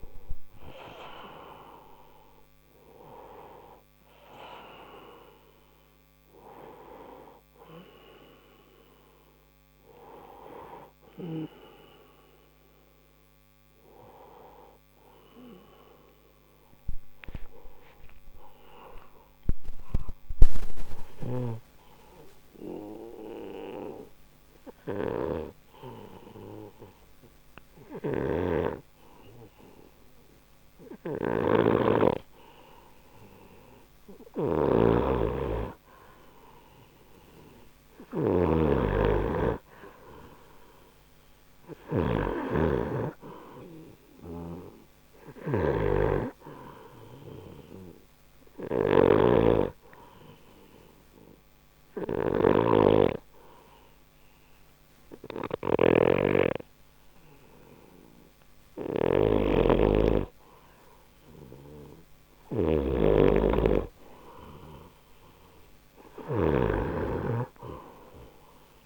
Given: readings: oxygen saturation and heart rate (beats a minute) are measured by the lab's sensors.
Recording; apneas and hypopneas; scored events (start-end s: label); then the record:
breathing in sleep by a microphone on the trachea; 2
20.50-34.00 s: hypopnea (oxygen 95% before, 93% lowest, heart rate 52 before, 30 extreme, up 0 after)
28.00-42.00 s: snoring (device-marked)
37.50-39.50 s: arousal
42.50-61.50 s: oxygen desaturation (device-marked, oxygen 96% before, 93% lowest, heart rate 56 before, 30 extreme)
47.50-61.50 s: hypopnea (oxygen 96% before, 91% lowest, heart rate 52 before, 50 extreme, up 0 after)
48.50-52.50 s: snoring (device-marked)
59.50-68.86 s: snoring (device-marked)
65.00-68.50 s: arousal
From the record:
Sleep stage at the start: N2 (light sleep); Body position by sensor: on the right side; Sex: male